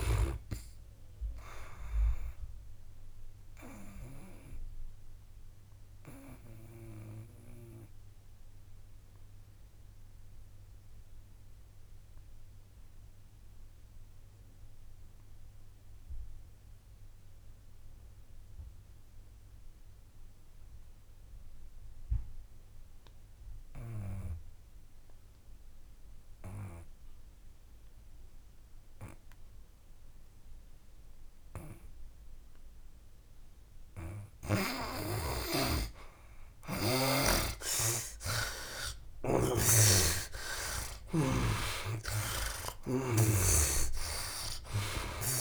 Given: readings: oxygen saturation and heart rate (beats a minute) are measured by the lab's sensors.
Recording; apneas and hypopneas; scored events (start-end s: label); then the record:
breathing in sleep by a room microphone; 1
0.00-22.00 s: oxygen desaturation (device-marked, oxygen 74% lowest, heart rate 65 extreme)
3.50-35.00 s: obstructive apnea (oxygen 98% before, 70% lowest, heart rate 74 before, 65 extreme, up 12 after)
36.00-45.41 s: oxygen desaturation (device-marked, oxygen 97% before, 70% lowest, heart rate 67 before, 63 extreme)
39.00-43.50 s: arousal
39.50-43.00 s: snoring (device-marked)
From the record:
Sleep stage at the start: N2 (light sleep); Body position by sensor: on the back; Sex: male